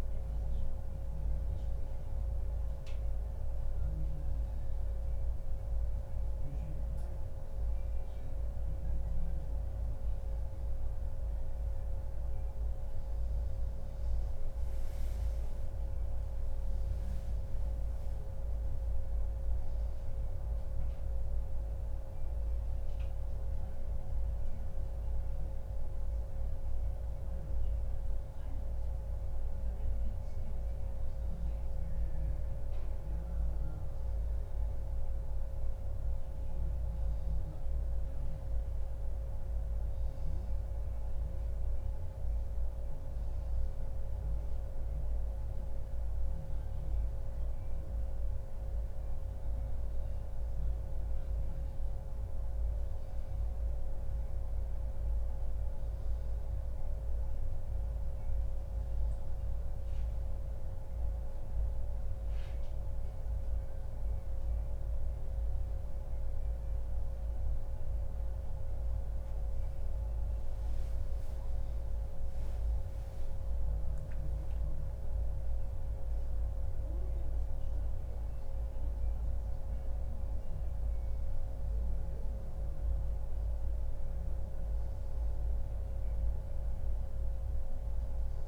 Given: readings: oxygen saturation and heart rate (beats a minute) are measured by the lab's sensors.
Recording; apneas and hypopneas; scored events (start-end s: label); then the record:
a person partly awake in a sleep study, hard to hear, by a room microphone; none
8.00-38.00 s: new sleep stage, awake
38.00-88.48 s: new sleep stage, N1 (lightest sleep)
71.50-75.50 s: arousal
From the record:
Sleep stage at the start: N1 (lightest sleep); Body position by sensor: on the back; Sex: male